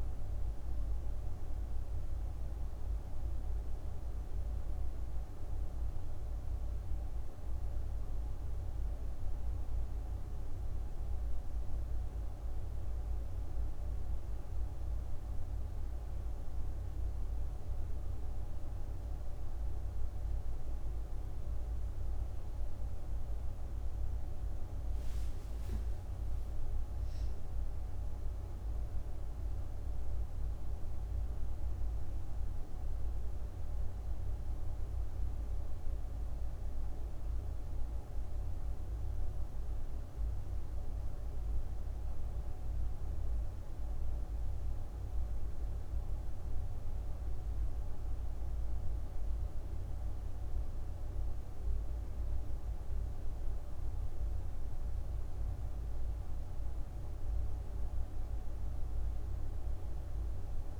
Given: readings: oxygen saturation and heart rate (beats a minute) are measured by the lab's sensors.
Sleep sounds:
breathing in sleep, hard to hear, by a room microphone; none
25.00-30.00 s: arousal
From the record:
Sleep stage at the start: N2 (light sleep); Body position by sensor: on the right side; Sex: female

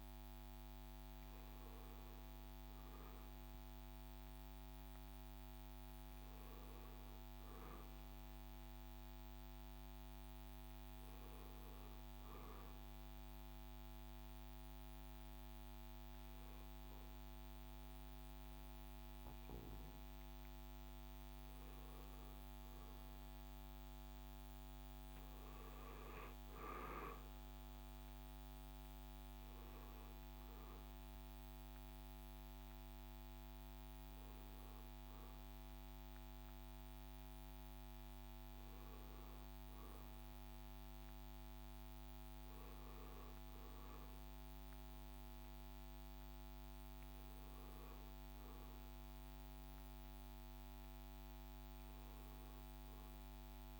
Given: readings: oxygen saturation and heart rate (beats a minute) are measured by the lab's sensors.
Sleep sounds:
breathing in sleep, hard to hear, by a microphone on the trachea; none
0.00-5.50 s: oxygen desaturation (device-marked, oxygen 94% lowest, heart rate 71 extreme)
From the record:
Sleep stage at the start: N1 (lightest sleep); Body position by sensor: on the back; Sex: male

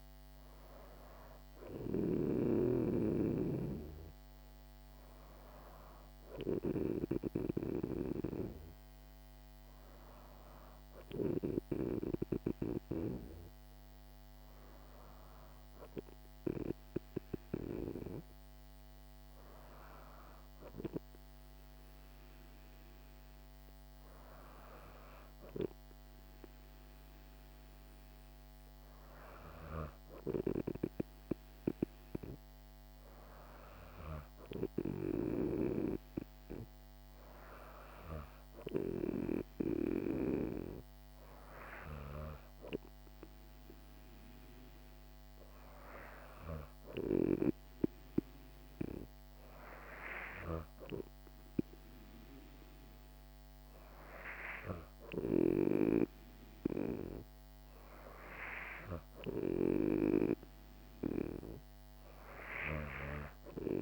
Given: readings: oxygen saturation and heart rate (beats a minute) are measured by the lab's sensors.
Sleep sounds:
breathing in sleep by a microphone on the trachea; none
none scored
From the record:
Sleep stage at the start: N2 (light sleep); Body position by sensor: on the back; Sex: female

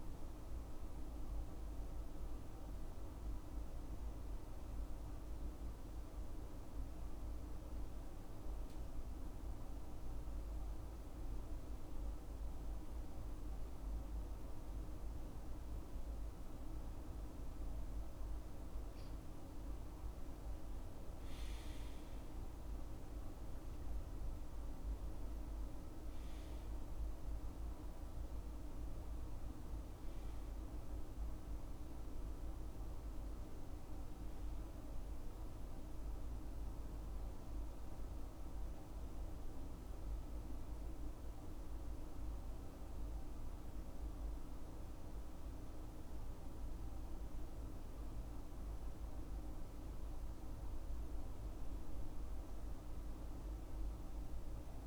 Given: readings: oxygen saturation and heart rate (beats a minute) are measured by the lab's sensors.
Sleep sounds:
breathing in sleep, hard to hear, by a room microphone; 2
0.00-6.50 s: oxygen desaturation (device-marked, oxygen 93% lowest, heart rate 77 extreme)
3.50-16.50 s: hypopnea (oxygen 97% before, 93% lowest, heart rate 78 before, 72 extreme, up 5 after)
20.00-24.50 s: arousal
36.00-49.50 s: mixed apnea (oxygen 95% before, 94% lowest, heart rate 78 before, 73 extreme, up 7 after)
50.00-54.00 s: arousal
From the record:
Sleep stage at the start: N2 (light sleep); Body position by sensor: on the right side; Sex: male

